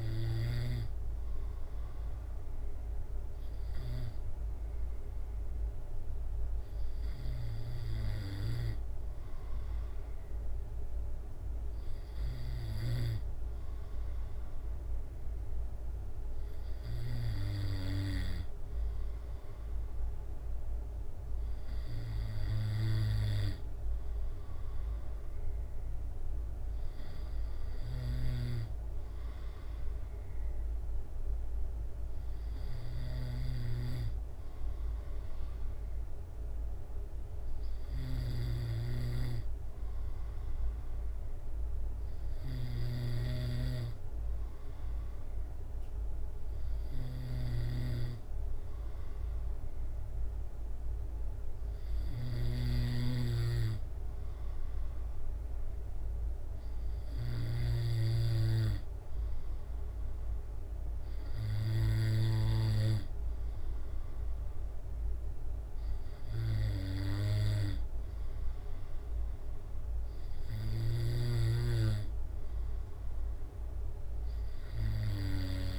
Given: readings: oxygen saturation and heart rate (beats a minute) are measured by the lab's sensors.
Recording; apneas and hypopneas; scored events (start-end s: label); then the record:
breathing in sleep by a room microphone; none
0.00-1.00 s: snoring (device-marked)
38.50-58.00 s: snoring (device-marked)
From the record:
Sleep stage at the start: N2 (light sleep); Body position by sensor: on the back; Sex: male